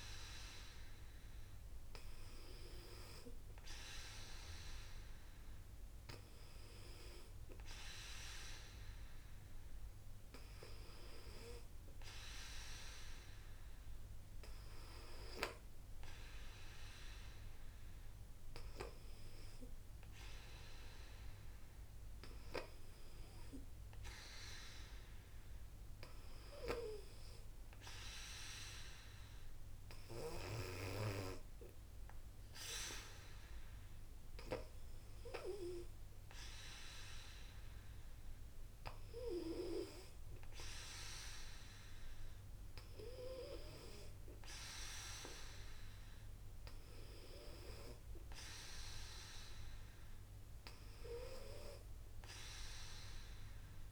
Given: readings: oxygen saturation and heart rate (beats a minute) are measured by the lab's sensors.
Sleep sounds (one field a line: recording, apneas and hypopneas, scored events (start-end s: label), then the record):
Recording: breathing in sleep by a room microphone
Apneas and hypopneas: none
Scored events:
none scored
From the record:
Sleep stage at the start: N2 (light sleep)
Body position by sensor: on the back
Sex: female